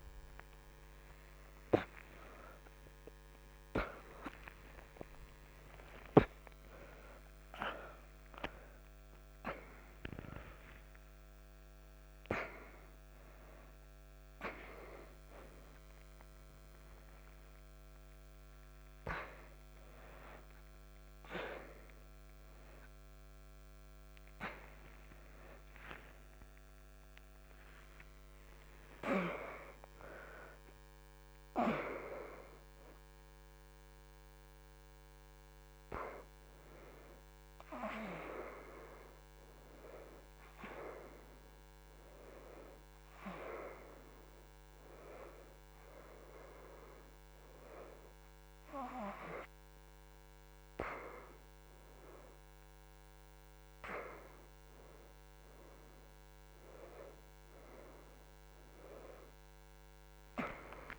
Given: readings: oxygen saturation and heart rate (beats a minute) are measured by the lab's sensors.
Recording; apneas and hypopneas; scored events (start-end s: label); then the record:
a person awake in a sleep study, by a microphone on the trachea; none
17.00-41.00 s: oxygen desaturation (device-marked, oxygen 94% before, 89% lowest)
55.00-60.99 s: oxygen desaturation (device-marked, oxygen 94% before, 88% lowest, heart rate 83 before, 82 extreme)
From the record:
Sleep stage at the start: awake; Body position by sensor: on the right side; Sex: female